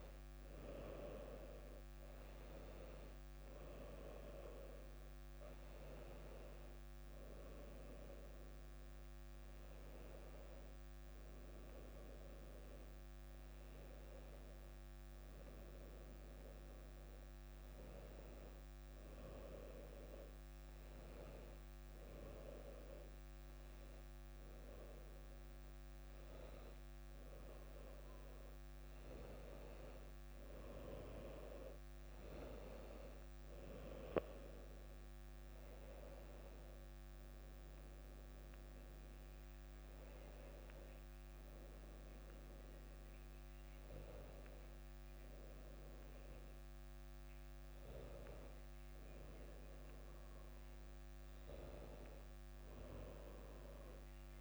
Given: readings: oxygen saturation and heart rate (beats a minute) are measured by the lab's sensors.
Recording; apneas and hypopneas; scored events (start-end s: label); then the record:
breathing in sleep by a microphone on the trachea; none
none scored
From the record:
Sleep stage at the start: N2 (light sleep); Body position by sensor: on the back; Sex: female